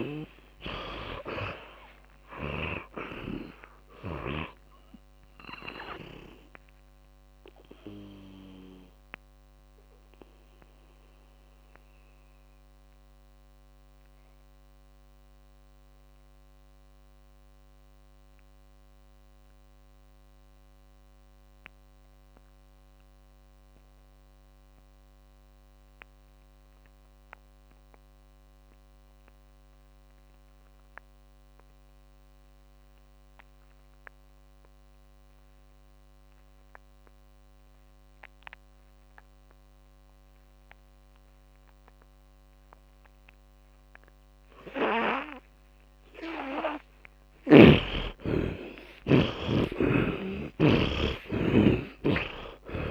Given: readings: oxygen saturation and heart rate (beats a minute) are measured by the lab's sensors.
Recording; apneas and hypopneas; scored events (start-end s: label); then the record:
breathing in sleep by a microphone on the trachea; 1
0.00-1.50 s: arousal
0.00-3.00 s: snoring (device-marked)
0.00-28.50 s: oxygen desaturation (device-marked, oxygen 80% lowest, heart rate 45 extreme)
7.50-46.50 s: mixed apnea (oxygen 100% before, 75% lowest, heart rate 58 before, 45 extreme, up 27 after)
34.50-52.91 s: oxygen desaturation (device-marked, oxygen 100% before, 75% lowest, heart rate 57 before, 45 extreme)
49.00-52.91 s: arousal
From the record:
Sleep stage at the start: N2 (light sleep); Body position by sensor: on the back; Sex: male